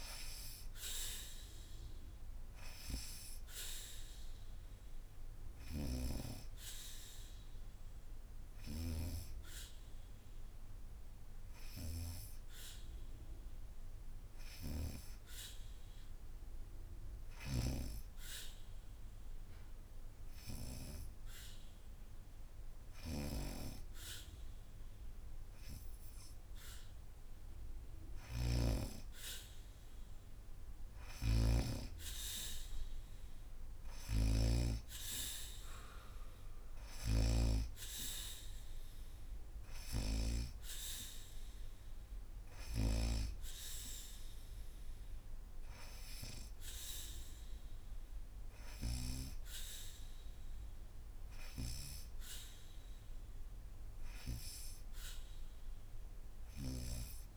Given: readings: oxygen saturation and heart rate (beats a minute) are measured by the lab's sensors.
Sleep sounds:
a person partly awake in a sleep study, by a room microphone; 1
0.50-13.50 s: oxygen desaturation (device-marked, oxygen 97% before, 84% lowest, heart rate 73 before, 72 extreme)
5.00-8.50 s: snoring (device-marked)
5.50-28.00 s: hypopnea (heart rate 73 before, 71 extreme, up 0 after)
27.50-42.50 s: snoring (device-marked)
33.50-57.37 s: new sleep stage, awake
34.50-51.50 s: oxygen desaturation (device-marked, oxygen 96% before, 92% lowest)
From the record:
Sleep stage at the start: N2 (light sleep); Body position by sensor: on the back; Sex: female

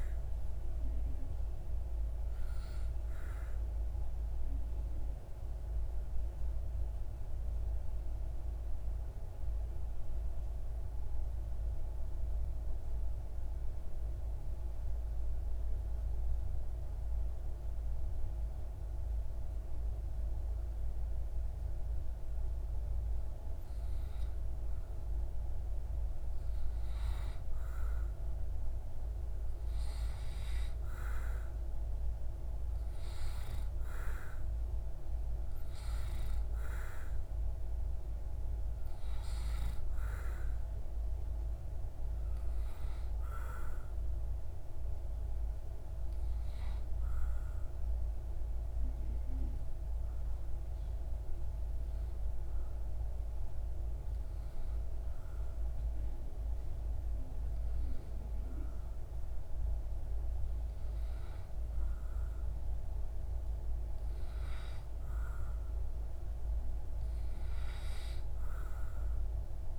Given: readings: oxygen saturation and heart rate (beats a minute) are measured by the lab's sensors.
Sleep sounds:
breathing in sleep, hard to hear, by a room microphone; 2
0.00-8.50 s: oxygen desaturation (device-marked, oxygen 91% lowest)
3.50-24.00 s: obstructive apnea (oxygen 95% before, 93% lowest)
26.50-31.00 s: arousal
30.50-44.50 s: oxygen desaturation (device-marked, oxygen 97% before, 94% lowest)
46.50-60.00 s: obstructive apnea (oxygen 98% before, 93% lowest)
63.00-67.00 s: arousal
From the record:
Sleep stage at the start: N2 (light sleep); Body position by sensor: on the back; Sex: male

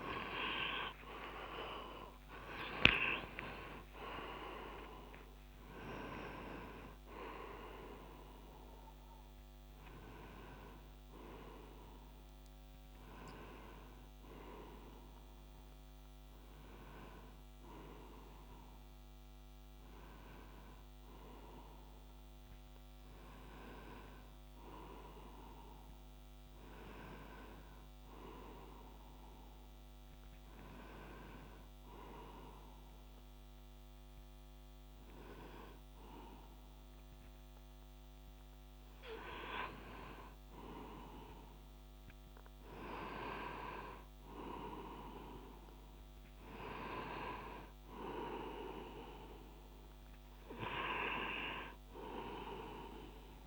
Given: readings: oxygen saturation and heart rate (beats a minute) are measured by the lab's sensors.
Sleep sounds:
breathing in sleep by a microphone on the trachea; 1
0.00-2.00 s: arousal
28.50-39.50 s: hypopnea (oxygen 98% before, 95% lowest)
40.00-44.50 s: arousal
From the record:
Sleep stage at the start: N2 (light sleep); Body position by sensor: on the back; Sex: male

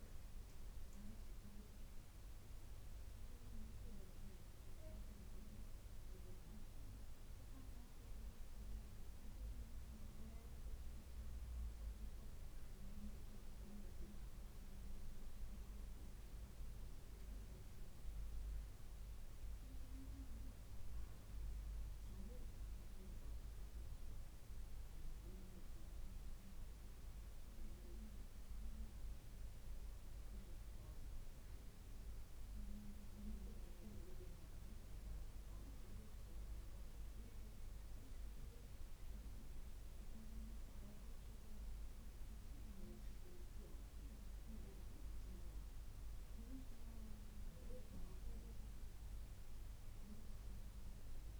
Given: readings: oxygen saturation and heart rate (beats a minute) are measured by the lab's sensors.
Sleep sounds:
breathing in sleep by a room microphone; none
none scored
From the record:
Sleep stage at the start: N1 (lightest sleep); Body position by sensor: on the right side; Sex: female

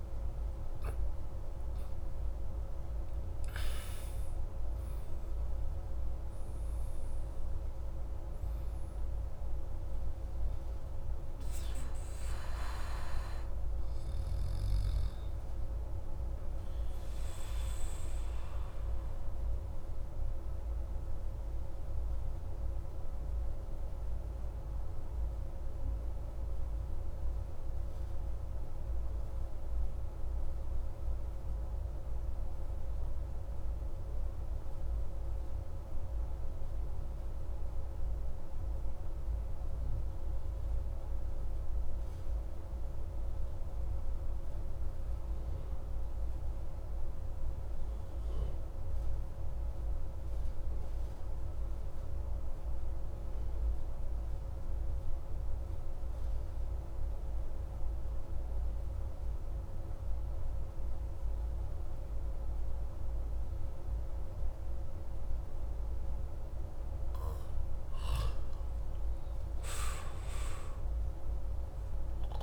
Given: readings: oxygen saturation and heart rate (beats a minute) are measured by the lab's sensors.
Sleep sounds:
breathing in sleep, hard to hear, by a room microphone; 1
0.00-1.50 s: arousal
0.00-35.00 s: oxygen desaturation (device-marked, oxygen 95% before, 88% lowest)
17.00-66.50 s: obstructive apnea (oxygen 95% before, 88% lowest)
From the record:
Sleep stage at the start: N2 (light sleep); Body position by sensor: on the back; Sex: male

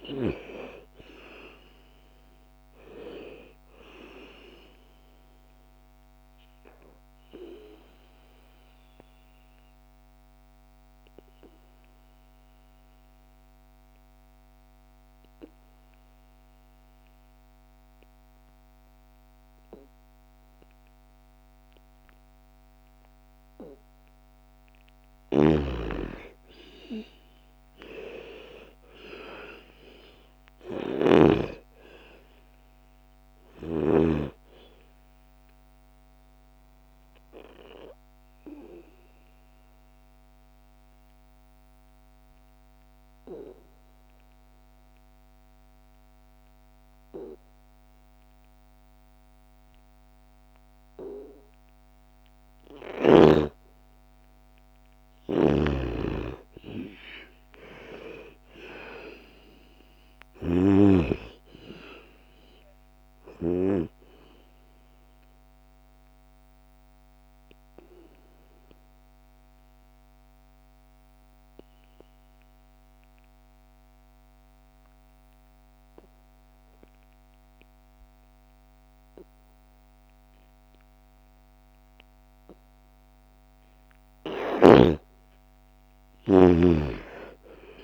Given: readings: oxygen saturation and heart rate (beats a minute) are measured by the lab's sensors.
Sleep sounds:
breathing in sleep by a microphone on the trachea; 3
0.00-1.00 s: arousal
2.00-15.00 s: oxygen desaturation (device-marked, oxygen 98% before, 91% lowest, heart rate 59 before, 55 extreme)
4.00-24.50 s: obstructive apnea (oxygen 98% before, 84% lowest, heart rate 60 before, 55 extreme, up 15 after)
25.00-34.00 s: snoring (device-marked)
25.50-29.00 s: arousal
26.00-45.00 s: oxygen desaturation (device-marked, oxygen 98% before, 85% lowest, heart rate 58 before, 56 extreme)
35.50-51.50 s: obstructive apnea (oxygen 98% before, 82% lowest, heart rate 60 before, 55 extreme, up 9 after)
54.00-57.50 s: arousal
55.00-61.00 s: snoring (device-marked)
57.00-74.00 s: oxygen desaturation (device-marked, oxygen 98% before, 84% lowest, heart rate 58 before, 55 extreme)
65.50-83.50 s: obstructive apnea (oxygen 98% before, 78% lowest, heart rate 61 before, 54 extreme, up 13 after)
86.50-87.84 s: arousal
From the record:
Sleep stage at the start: N2 (light sleep); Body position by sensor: on the back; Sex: female

